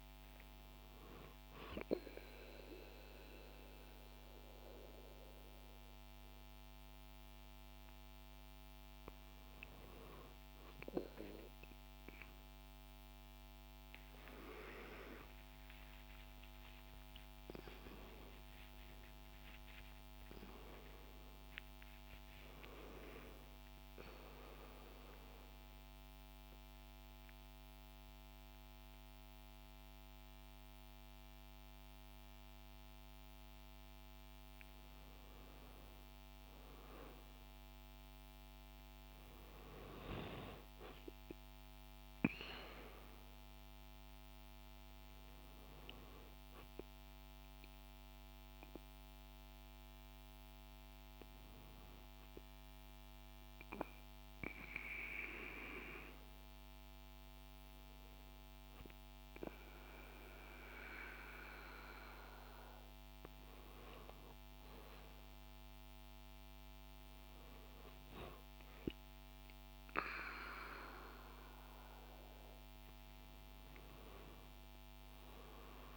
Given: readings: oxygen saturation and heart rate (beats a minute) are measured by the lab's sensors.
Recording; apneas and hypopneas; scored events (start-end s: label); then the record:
breathing in sleep by a microphone on the trachea; none
14.50-19.50 s: arousal
18.50-75.97 s: new sleep stage, N1 (lightest sleep)
46.50-56.50 s: oxygen desaturation (device-marked, oxygen 97% before, 92% lowest, heart rate 70 before, 57 extreme)
From the record:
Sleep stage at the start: N2 (light sleep); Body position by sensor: on the back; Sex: female